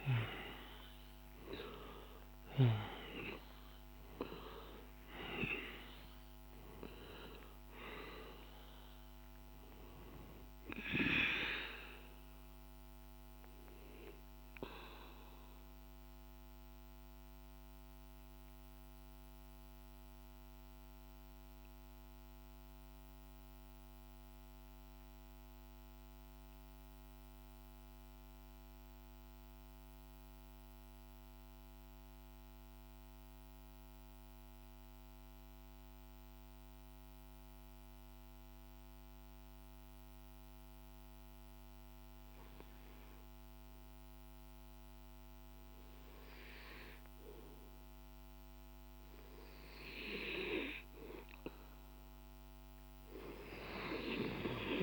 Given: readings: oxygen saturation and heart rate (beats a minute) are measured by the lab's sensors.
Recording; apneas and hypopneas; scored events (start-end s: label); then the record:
breathing in sleep by a microphone on the trachea; 1
0.00-3.00 s: arousal
0.00-25.00 s: oxygen desaturation (device-marked, oxygen 91% lowest, heart rate 48 extreme)
14.00-49.50 s: mixed apnea (oxygen 98% before, 90% lowest, heart rate 55 before, 48 extreme, up 3 after)
40.00-54.83 s: oxygen desaturation (device-marked, oxygen 99% before, 90% lowest, heart rate 48 before, 47 extreme)
From the record:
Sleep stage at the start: N2 (light sleep); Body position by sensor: on the back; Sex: male